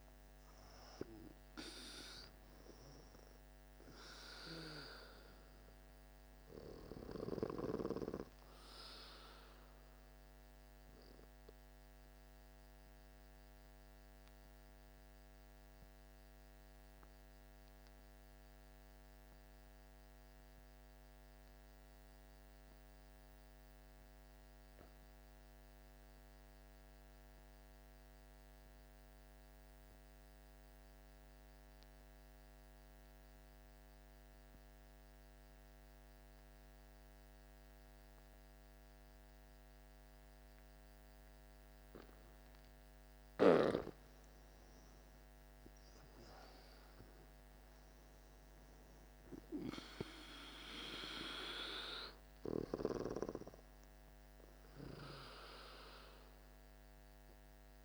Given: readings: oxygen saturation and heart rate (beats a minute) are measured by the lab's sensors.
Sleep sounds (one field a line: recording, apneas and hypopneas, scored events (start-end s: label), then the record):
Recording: breathing in sleep by a microphone on the trachea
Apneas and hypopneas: 1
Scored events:
0.00-23.00 s: oxygen desaturation (device-marked, oxygen 84% lowest, heart rate 50 extreme)
12.50-42.00 s: obstructive apnea (oxygen 98% before, 84% lowest, heart rate 57 before, 50 extreme, up 8 after)
39.00-57.85 s: oxygen desaturation (device-marked, oxygen 99% before, 86% lowest, heart rate 51 before, 49 extreme)
43.00-47.50 s: arousal
From the record:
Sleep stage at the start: N2 (light sleep)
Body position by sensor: on the back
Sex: male